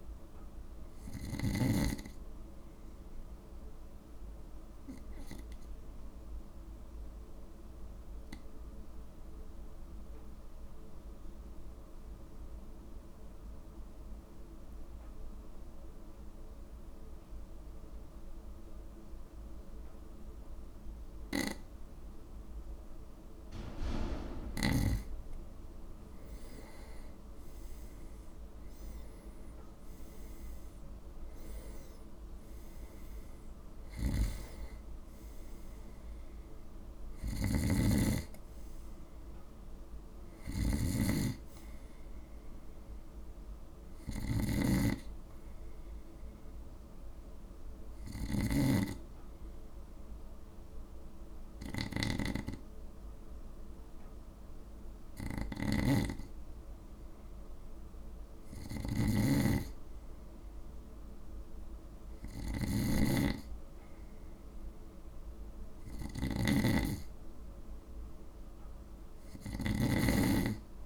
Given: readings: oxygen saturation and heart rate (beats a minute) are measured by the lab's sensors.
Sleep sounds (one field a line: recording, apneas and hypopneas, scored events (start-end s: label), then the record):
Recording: breathing in sleep by a room microphone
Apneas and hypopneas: 2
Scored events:
0.00-1.50 s: snoring (device-marked)
0.00-10.00 s: oxygen desaturation (device-marked, oxygen 91% lowest, heart rate 54 extreme)
4.00-23.50 s: obstructive apnea (oxygen 95% before, 92% lowest, heart rate 58 before, 54 extreme, up 7 after)
26.50-30.00 s: arousal
30.00-60.00 s: oxygen desaturation (device-marked, oxygen 97% before, 92% lowest, heart rate 57 before, 52 extreme)
37.00-70.85 s: snoring (device-marked)
45.50-59.00 s: hypopnea (oxygen 97% before, 92% lowest, heart rate 59 before, 52 extreme, up 3 after)
61.50-65.00 s: arousal
From the record:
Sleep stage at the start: N2 (light sleep)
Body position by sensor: on the right side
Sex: male